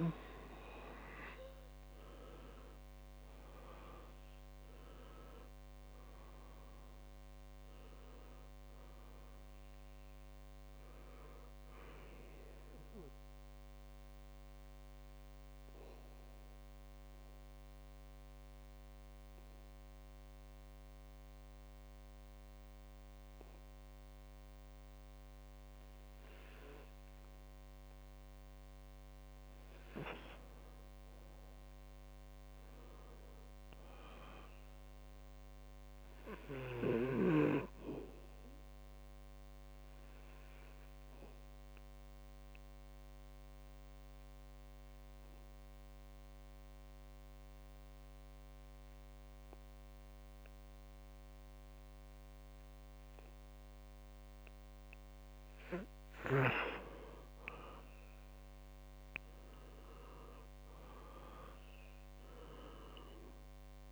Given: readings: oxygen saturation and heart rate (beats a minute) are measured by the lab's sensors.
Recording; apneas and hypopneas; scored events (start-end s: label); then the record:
breathing in sleep by a microphone on the trachea; 2
0.00-2.00 s: arousal
4.00-32.00 s: oxygen desaturation (device-marked, oxygen 97% before, 91% lowest, heart rate 66 before, 58 extreme)
12.50-27.50 s: obstructive apnea (oxygen 97% before, 90% lowest, heart rate 69 before, 58 extreme, up 8 after)
31.00-34.50 s: arousal
40.00-55.50 s: mixed apnea (oxygen 99% before, 90% lowest, heart rate 63 before, 57 extreme, up 6 after)
57.00-62.50 s: arousal
62.00-63.92 s: oxygen desaturation (device-marked, oxygen 97% before, 90% lowest, heart rate 64 before, 57 extreme)
From the record:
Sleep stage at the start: N2 (light sleep); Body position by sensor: on the back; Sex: male